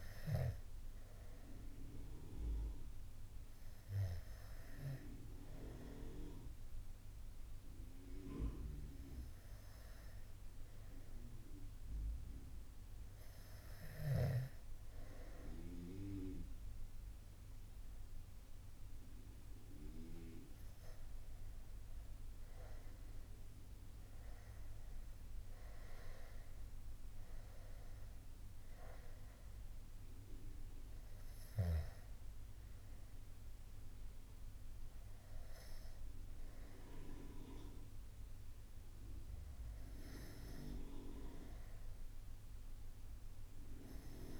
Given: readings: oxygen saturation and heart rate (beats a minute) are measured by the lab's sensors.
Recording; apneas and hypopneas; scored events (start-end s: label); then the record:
breathing in sleep by a room microphone; none
none scored
From the record:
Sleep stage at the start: N2 (light sleep); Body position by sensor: on the back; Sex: male